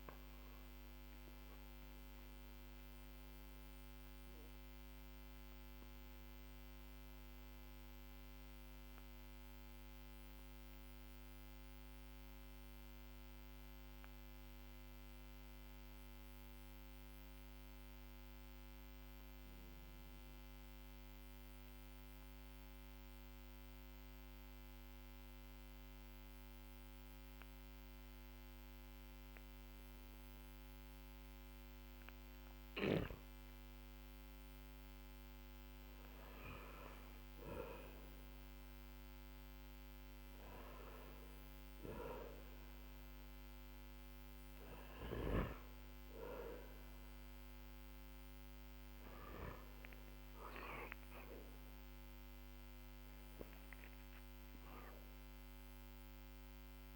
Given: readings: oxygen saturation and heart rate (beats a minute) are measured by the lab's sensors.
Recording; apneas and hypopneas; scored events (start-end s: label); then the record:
breathing in sleep by a microphone on the trachea; 1
0.00-12.00 s: oxygen desaturation (device-marked, oxygen 91% lowest, heart rate 42 extreme)
4.50-31.50 s: obstructive apnea (oxygen 96% before, 91% lowest, heart rate 51 before, 42 extreme, up 17 after)
33.00-38.50 s: arousal
54.00-56.96 s: oxygen desaturation (device-marked, oxygen 95% before, 92% lowest, heart rate 51 before, 45 extreme)
From the record:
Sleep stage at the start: N2 (light sleep); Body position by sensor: on the back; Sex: male